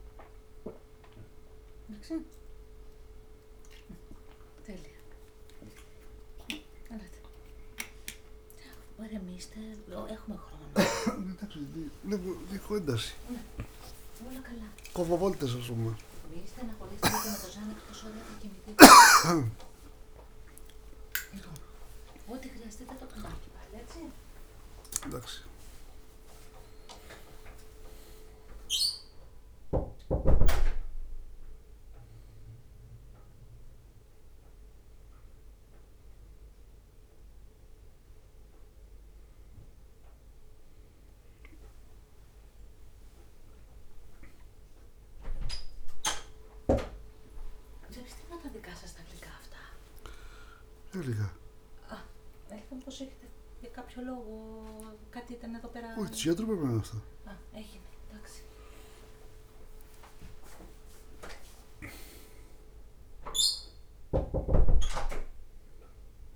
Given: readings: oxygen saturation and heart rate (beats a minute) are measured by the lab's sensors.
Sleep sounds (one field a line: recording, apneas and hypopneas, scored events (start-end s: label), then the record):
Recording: a person awake in a sleep study, by a room microphone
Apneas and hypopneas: none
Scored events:
11.00-23.00 s: tachycardia (device-marked, heart rate 64 before, 131 extreme)
13.00-15.00 s: long interval between heartbeats (device-marked, heart rate 76 before, 89 extreme)
14.00-23.00 s: leg movement (device-marked)
14.50-19.00 s: snoring (device-marked)
17.00-19.00 s: long interval between heartbeats (device-marked, heart rate 82 before, 121 extreme)
20.00-22.00 s: long interval between heartbeats (device-marked, heart rate 90 before, 123 extreme)
24.50-26.50 s: long interval between heartbeats (device-marked, heart rate 98 before, 107 extreme)
40.50-44.00 s: leg movement (device-marked)
From the record:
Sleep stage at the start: awake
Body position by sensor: on the right side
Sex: male